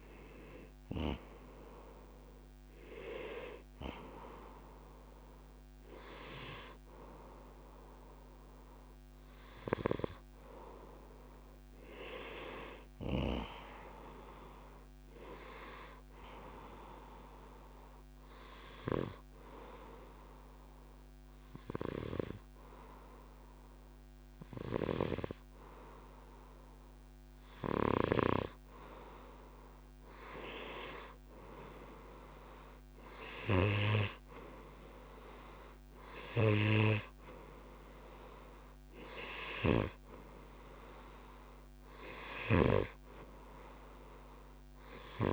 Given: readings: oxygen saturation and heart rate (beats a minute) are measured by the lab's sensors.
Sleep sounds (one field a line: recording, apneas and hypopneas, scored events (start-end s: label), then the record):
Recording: breathing in sleep by a microphone on the trachea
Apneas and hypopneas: 1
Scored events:
16.00-28.00 s: obstructive apnea (oxygen 95% before, 91% lowest, heart rate 68 before, 65 extreme, up 1 after)
30.50-35.00 s: arousal
From the record:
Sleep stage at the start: N2 (light sleep)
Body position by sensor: on the right side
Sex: male